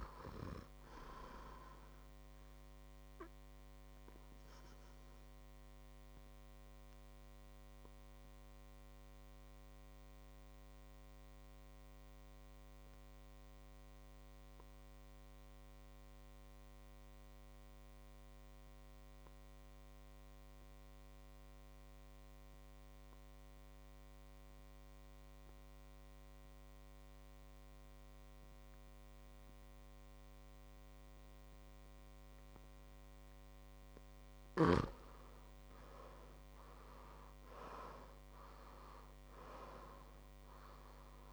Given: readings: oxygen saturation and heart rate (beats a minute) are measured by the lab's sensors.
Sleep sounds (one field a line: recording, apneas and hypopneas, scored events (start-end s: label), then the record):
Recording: breathing in sleep by a microphone on the trachea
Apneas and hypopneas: 1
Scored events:
0.00-17.00 s: oxygen desaturation (device-marked, oxygen 89% lowest, heart rate 56 extreme)
4.50-34.00 s: obstructive apnea (oxygen 99% before, 88% lowest, heart rate 61 before, 56 extreme, up 9 after)
34.00-41.33 s: oxygen desaturation (device-marked, oxygen 98% before, 88% lowest, heart rate 60 before, 56 extreme)
36.00-40.00 s: arousal
From the record:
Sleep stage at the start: N2 (light sleep)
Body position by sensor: on the back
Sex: male